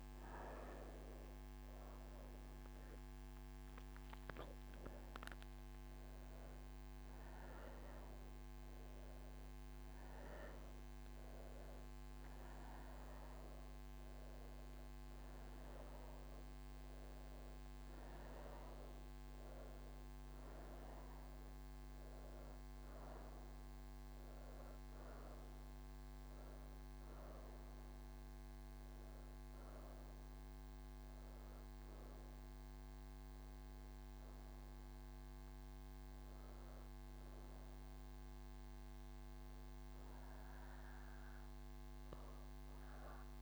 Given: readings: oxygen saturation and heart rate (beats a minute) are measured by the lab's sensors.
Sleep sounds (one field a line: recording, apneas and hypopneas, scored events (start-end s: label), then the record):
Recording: breathing in sleep, hard to hear, by a microphone on the trachea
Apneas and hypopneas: none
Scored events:
0.00-15.00 s: oxygen desaturation (device-marked, oxygen 93% lowest)
12.00-43.42 s: new sleep stage, N2 (light sleep)
30.00-43.42 s: oxygen desaturation (device-marked, oxygen 93% before, 87% lowest)
From the record:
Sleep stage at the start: N1 (lightest sleep)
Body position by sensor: on the right side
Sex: female